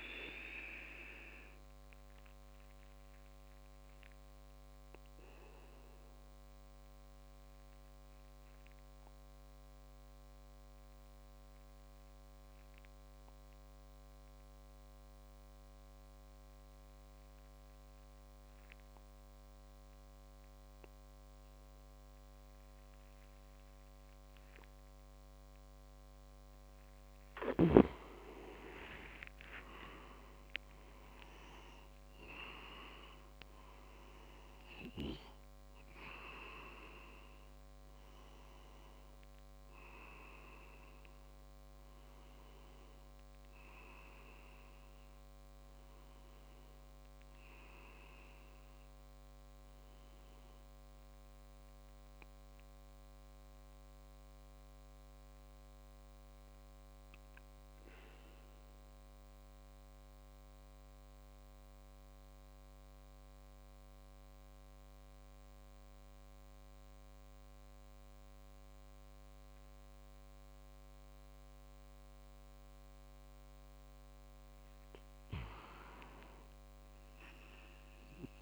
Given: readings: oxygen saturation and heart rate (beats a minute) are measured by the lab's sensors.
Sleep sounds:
breathing in sleep by a microphone on the trachea; 2
0.50-15.50 s: oxygen desaturation (device-marked, oxygen 97% before, 94% lowest)
1.50-26.00 s: obstructive apnea (oxygen 98% before, 90% lowest)
29.50-36.00 s: leg movement (device-marked)
29.50-48.50 s: oxygen desaturation (device-marked, oxygen 96% before, 90% lowest)
30.00-35.50 s: arousal
36.00-37.50 s: leg movement (device-marked)
52.00-73.00 s: mixed apnea (oxygen 96% before, 93% lowest)
75.00-77.50 s: arousal
From the record:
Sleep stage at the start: N2 (light sleep); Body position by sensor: on the back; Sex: male

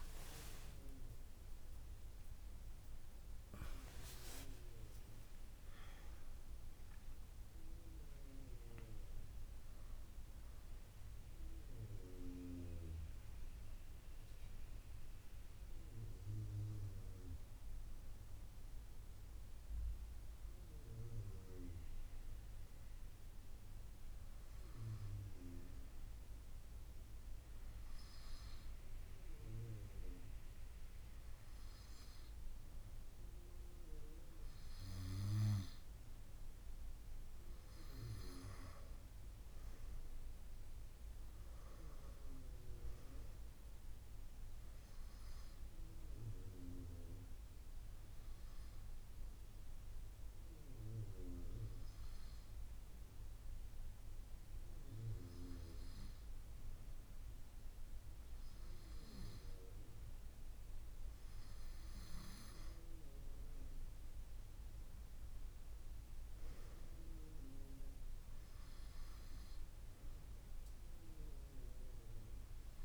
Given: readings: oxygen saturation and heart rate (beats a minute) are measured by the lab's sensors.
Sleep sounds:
breathing in sleep by a room microphone; 2
0.50-2.50 s: long interval between heartbeats (device-marked)
1.00-6.00 s: arousal
26.00-37.00 s: hypopnea (oxygen 98% before, 94% lowest)
39.00-42.50 s: arousal
48.50-60.00 s: hypopnea (oxygen 98% before, 94% lowest)
63.50-65.50 s: arousal
From the record:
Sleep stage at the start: N2 (light sleep); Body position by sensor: on the right side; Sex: female

